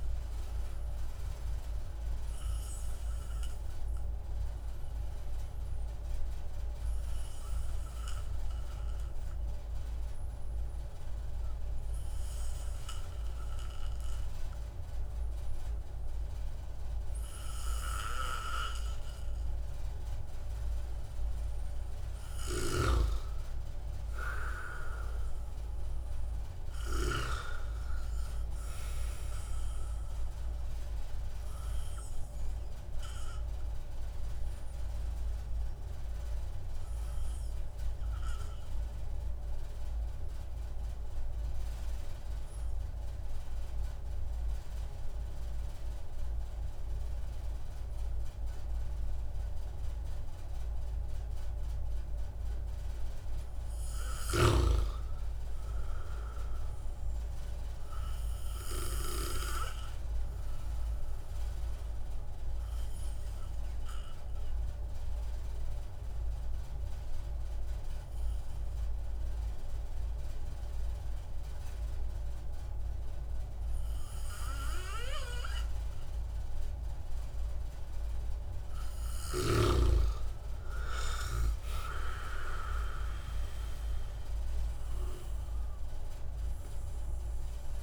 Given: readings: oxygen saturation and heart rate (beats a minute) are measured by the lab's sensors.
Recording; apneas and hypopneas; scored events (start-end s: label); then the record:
breathing in sleep by a room microphone; 3
3.00-21.00 s: obstructive apnea (oxygen 97% before, 93% lowest)
23.50-27.00 s: arousal
31.00-51.00 s: obstructive apnea (oxygen 96% before, 93% lowest)
53.50-57.00 s: arousal
61.50-77.50 s: obstructive apnea (oxygen 97% before, 93% lowest)
80.50-84.00 s: arousal
From the record:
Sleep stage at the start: N2 (light sleep); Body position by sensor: on the back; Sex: male